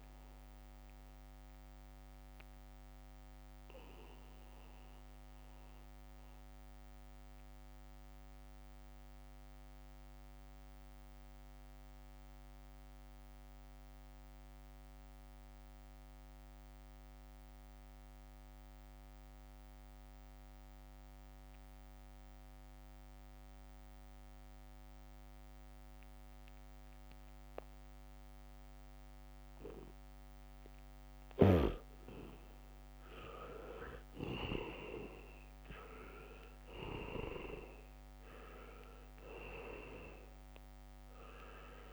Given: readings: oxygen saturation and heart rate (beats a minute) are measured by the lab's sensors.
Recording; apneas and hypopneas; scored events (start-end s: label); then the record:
breathing in sleep by a microphone on the trachea; 1
0.00-18.00 s: oxygen desaturation (device-marked, oxygen 77% lowest, heart rate 64 extreme)
1.50-32.00 s: mixed apnea (oxygen 99% before, 77% lowest, heart rate 68 before, 65 extreme, up 4 after)
27.00-41.93 s: oxygen desaturation (device-marked, oxygen 99% before, 78% lowest, heart rate 72 before, 65 extreme)
32.50-34.50 s: leg movement (device-marked)
34.50-38.50 s: arousal
From the record:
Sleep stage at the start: N2 (light sleep); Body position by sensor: on the back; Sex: male